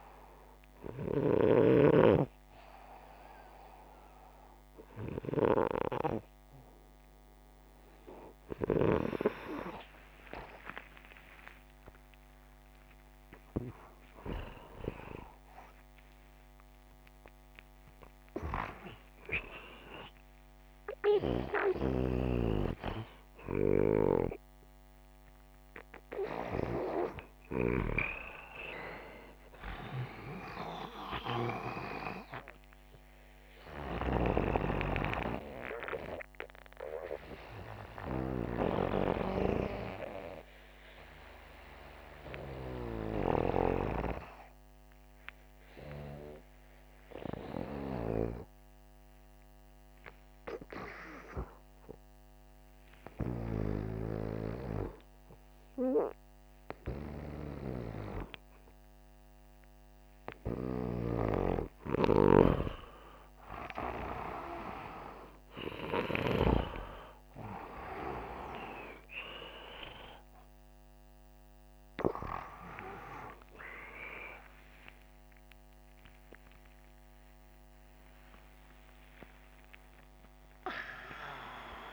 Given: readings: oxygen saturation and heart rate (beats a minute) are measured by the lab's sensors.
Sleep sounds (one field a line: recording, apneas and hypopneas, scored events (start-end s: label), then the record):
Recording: breathing in sleep by a microphone on the trachea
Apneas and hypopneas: 1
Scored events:
7.00-18.00 s: oxygen desaturation (device-marked, oxygen 88% before, 82% lowest)
9.50-14.50 s: arousal
15.00-81.93 s: new sleep stage, N1 (lightest sleep)
35.50-60.50 s: hypopnea (oxygen 88% before, 87% lowest)
62.00-65.50 s: arousal
62.00-75.00 s: oxygen desaturation (device-marked, oxygen 93% before, 89% lowest, heart rate 128 before, 25 extreme)
From the record:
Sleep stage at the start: N2 (light sleep)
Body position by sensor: upright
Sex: male